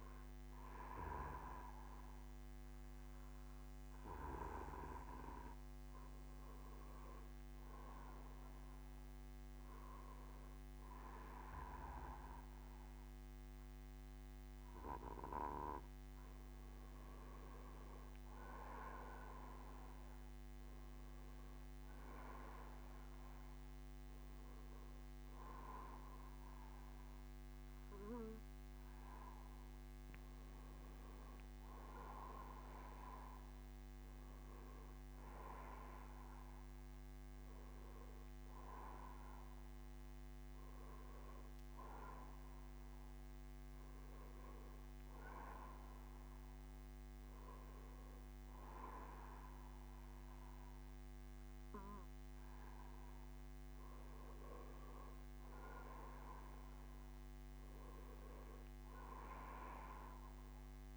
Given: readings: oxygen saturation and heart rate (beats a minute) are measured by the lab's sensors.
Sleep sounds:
breathing in sleep by a microphone on the trachea; none
10.50-15.50 s: bradycardia (device-marked, heart rate 61 before, 59 extreme)
56.00-59.00 s: arousal
From the record:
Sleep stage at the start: N2 (light sleep); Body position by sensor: on the back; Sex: male

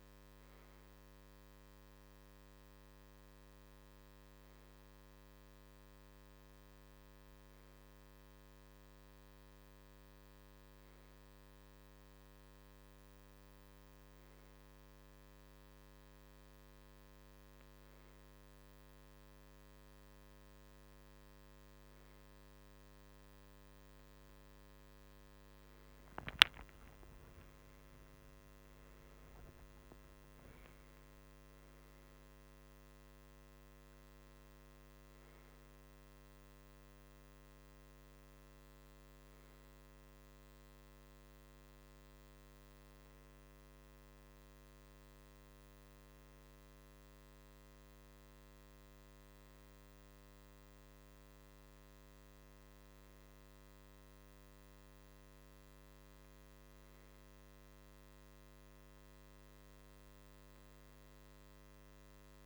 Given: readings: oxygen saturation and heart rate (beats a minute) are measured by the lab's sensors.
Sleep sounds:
breathing in sleep, hard to hear, by a microphone on the trachea; none
26.50-31.50 s: arousal
From the record:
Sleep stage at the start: REM sleep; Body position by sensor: on the right side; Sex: male

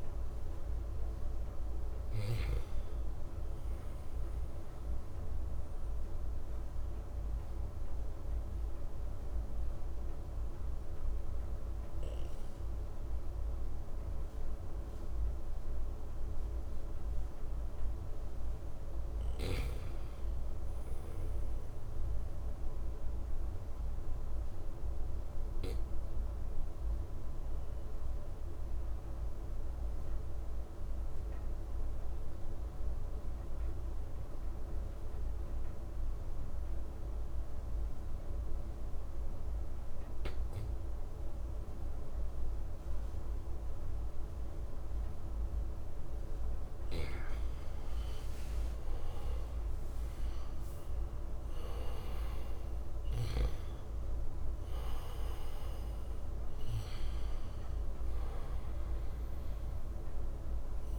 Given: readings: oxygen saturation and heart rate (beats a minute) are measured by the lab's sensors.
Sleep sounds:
breathing in sleep, hard to hear, by a room microphone; 2
4.50-17.00 s: mixed apnea (oxygen 95% before, 91% lowest, heart rate 63 before, 54 extreme, up 4 after)
18.50-21.00 s: arousal
23.00-45.50 s: obstructive apnea (oxygen 99% before, 92% lowest, heart rate 59 before, 54 extreme, up 5 after)
42.00-60.99 s: oxygen desaturation (device-marked, oxygen 97% before, 93% lowest, heart rate 58 before, 55 extreme)
47.50-52.00 s: arousal
59.00-60.99 s: new sleep stage, REM sleep
From the record:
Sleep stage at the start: N2 (light sleep); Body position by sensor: on the right side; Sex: male

